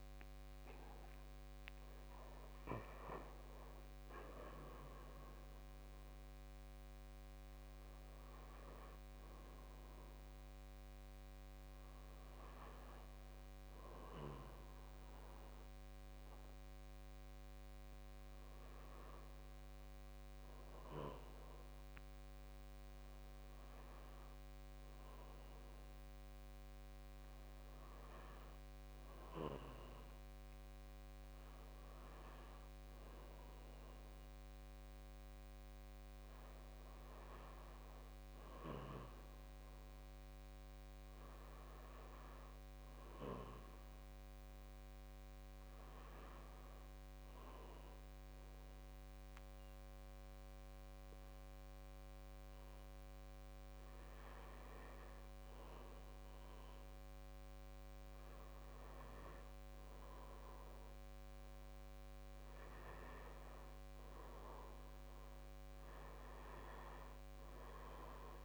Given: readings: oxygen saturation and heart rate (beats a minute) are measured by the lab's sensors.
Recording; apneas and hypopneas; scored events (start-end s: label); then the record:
breathing in sleep by a microphone on the trachea; 2
3.00-6.50 s: arousal
13.50-25.50 s: hypopnea (oxygen 96% before, 92% lowest, heart rate 63 before, 57 extreme, up 0 after)
28.00-31.00 s: arousal
45.00-58.50 s: hypopnea (oxygen 96% before, 91% lowest, heart rate 59 before, 60 extreme, up 4 after)
62.00-66.00 s: arousal
From the record:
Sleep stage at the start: N2 (light sleep); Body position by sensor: on the back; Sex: male